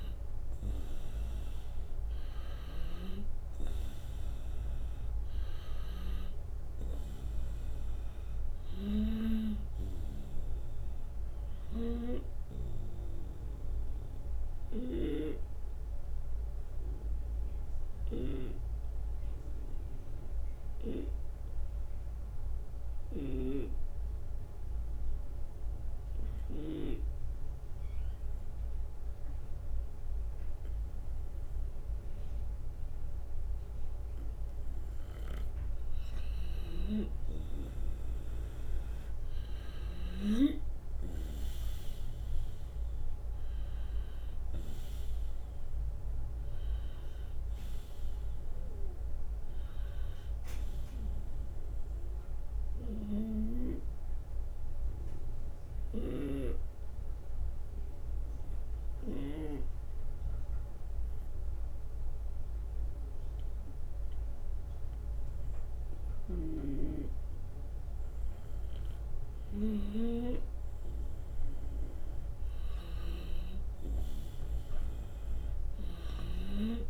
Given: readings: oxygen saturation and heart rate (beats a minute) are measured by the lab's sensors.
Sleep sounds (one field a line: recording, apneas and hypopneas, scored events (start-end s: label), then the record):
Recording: breathing in sleep by a room microphone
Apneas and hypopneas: 2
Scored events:
0.00-18.50 s: oxygen desaturation (device-marked, oxygen 90% lowest)
0.50-2.50 s: long interval between heartbeats (device-marked)
13.50-35.00 s: obstructive apnea (oxygen 96% before, 90% lowest)
18.00-23.50 s: snoring (device-marked)
35.50-52.50 s: oxygen desaturation (device-marked, oxygen 96% before, 90% lowest)
40.00-45.50 s: arousal
53.00-59.50 s: snoring (device-marked)
53.00-66.50 s: obstructive apnea (oxygen 96% before, 89% lowest)
69.50-74.50 s: arousal
72.50-76.90 s: oxygen desaturation (device-marked, oxygen 96% before, 92% lowest)
From the record:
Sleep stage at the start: N2 (light sleep)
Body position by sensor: on the right side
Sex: male